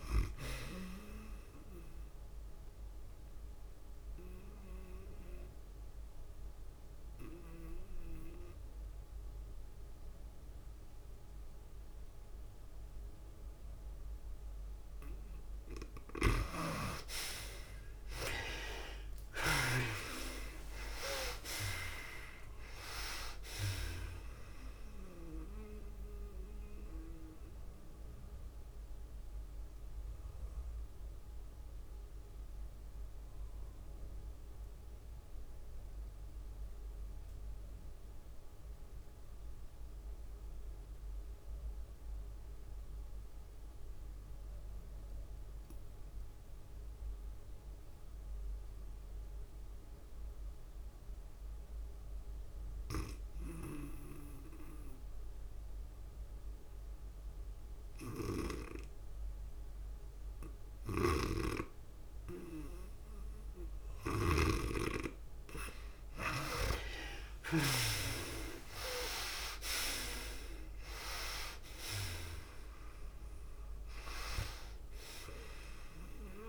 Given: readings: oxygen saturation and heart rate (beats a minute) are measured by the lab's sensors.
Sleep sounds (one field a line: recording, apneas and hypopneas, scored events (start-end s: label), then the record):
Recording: breathing in sleep by a room microphone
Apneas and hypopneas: 2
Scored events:
0.00-13.50 s: oxygen desaturation (device-marked, oxygen 59% lowest, heart rate 94 extreme)
1.50-55.50 s: tachycardia (device-marked, heart rate 105 before, 118 extreme)
4.00-15.00 s: obstructive apnea (oxygen 94% before, 59% lowest, heart rate 98 before, 103 extreme, up 6 after)
4.50-11.50 s: drop in pulse transit time (device-marked, heart rate 98 before, 101 extreme)
15.50-38.50 s: oxygen desaturation (device-marked, oxygen 79% before, 61% lowest, heart rate 102 before, 98 extreme)
17.00-21.50 s: arousal
21.50-34.50 s: drop in pulse transit time (device-marked, heart rate 104 before, 108 extreme)
26.50-58.00 s: mixed apnea (oxygen 79% before, 61% lowest, heart rate 108 before, 98 extreme)
40.50-76.49 s: oxygen desaturation (device-marked, oxygen 98% before, 62% lowest, heart rate 114 before, 98 extreme)
60.50-65.50 s: arousal
61.50-68.50 s: snoring (device-marked)
64.50-76.49 s: tachycardia (device-marked, heart rate 106 before, 123 extreme)
68.50-76.49 s: drop in pulse transit time (device-marked, heart rate 102 before, 103 extreme)
68.50-76.49 s: new sleep stage, N2 (light sleep)
From the record:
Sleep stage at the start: REM sleep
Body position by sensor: on the back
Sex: female